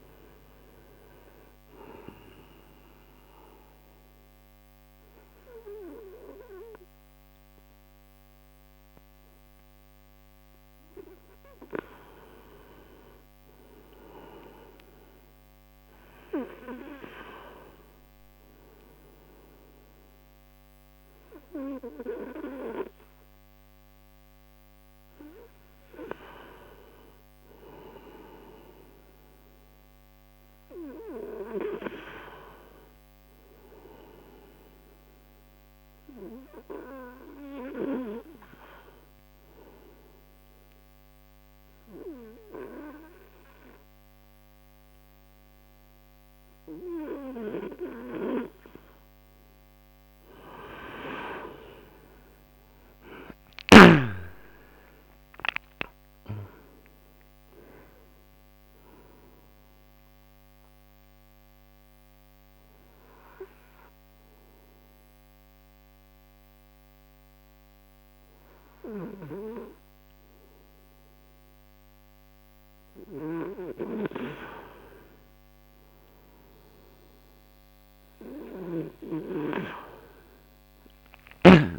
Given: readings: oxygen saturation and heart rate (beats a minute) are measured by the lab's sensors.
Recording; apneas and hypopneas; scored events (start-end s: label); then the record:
breathing in sleep by a microphone on the trachea; 3
3.00-13.00 s: obstructive apnea (oxygen 96% before, 87% lowest)
5.50-15.50 s: oxygen desaturation (device-marked, oxygen 96% before, 92% lowest)
16.50-20.50 s: arousal
21.50-32.50 s: oxygen desaturation (device-marked, oxygen 96% before, 92% lowest)
40.00-50.50 s: obstructive apnea (oxygen 96% before, 87% lowest)
52.50-56.00 s: arousal
53.50-80.50 s: oxygen desaturation (device-marked, oxygen 95% before, 87% lowest)
61.00-72.50 s: obstructive apnea (oxygen 96% before, 87% lowest)
From the record:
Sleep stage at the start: N2 (light sleep); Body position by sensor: on the front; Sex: male